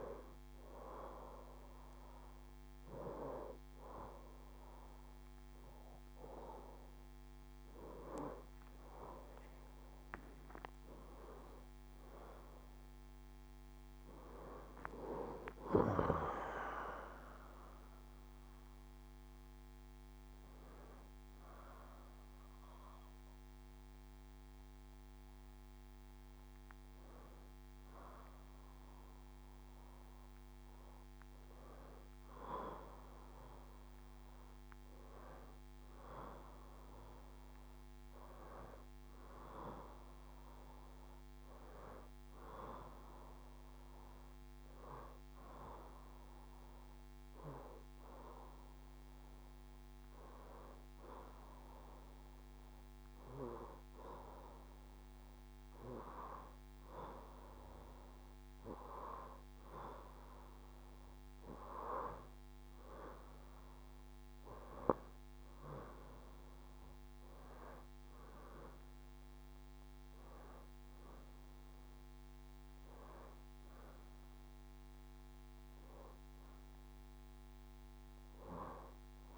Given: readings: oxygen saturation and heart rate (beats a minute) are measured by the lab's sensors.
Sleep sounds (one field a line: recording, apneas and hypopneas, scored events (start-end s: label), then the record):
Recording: breathing in sleep by a microphone on the trachea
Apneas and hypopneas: none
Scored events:
67.00-79.38 s: oxygen desaturation (device-marked, oxygen 93% before, 90% lowest, heart rate 71 before, 70 extreme)
From the record:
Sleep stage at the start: N2 (light sleep)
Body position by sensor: on the left side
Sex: female